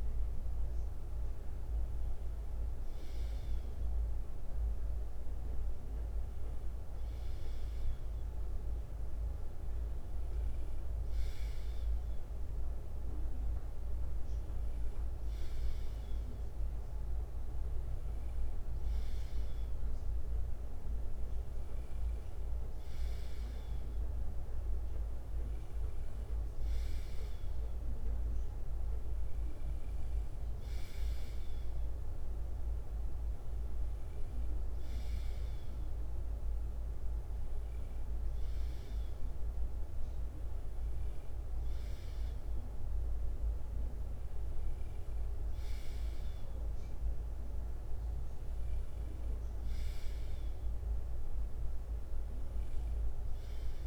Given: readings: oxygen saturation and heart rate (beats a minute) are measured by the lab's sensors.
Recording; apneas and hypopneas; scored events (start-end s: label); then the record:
breathing in sleep, hard to hear, by a room microphone; none
0.00-4.50 s: bradycardia (device-marked, heart rate 57 extreme)
24.50-28.50 s: bradycardia (device-marked, heart rate 61 before, 59 extreme)
42.50-53.86 s: bradycardia (device-marked, heart rate 61 before, 58 extreme)
From the record:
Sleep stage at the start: N2 (light sleep); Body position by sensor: on the left side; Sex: male